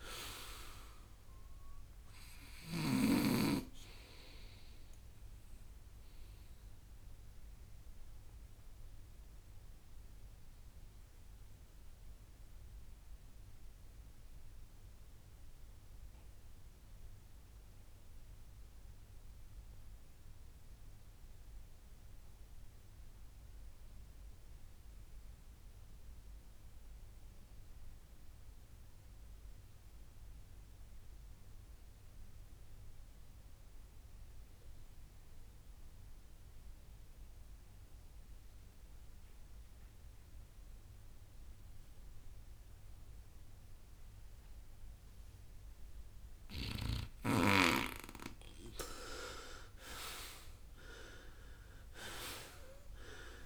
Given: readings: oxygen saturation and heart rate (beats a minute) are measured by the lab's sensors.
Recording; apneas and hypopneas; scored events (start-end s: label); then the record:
breathing in sleep by a room microphone; 1
0.00-19.50 s: oxygen desaturation (device-marked, oxygen 83% lowest, heart rate 60 extreme)
6.50-48.50 s: mixed apnea (oxygen 94% before, 83% lowest, heart rate 75 before, 60 extreme, up 21 after)
35.50-53.46 s: oxygen desaturation (device-marked, oxygen 98% before, 85% lowest, heart rate 65 before, 63 extreme)
50.50-53.46 s: arousal
From the record:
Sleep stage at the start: N2 (light sleep); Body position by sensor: on the right side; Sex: male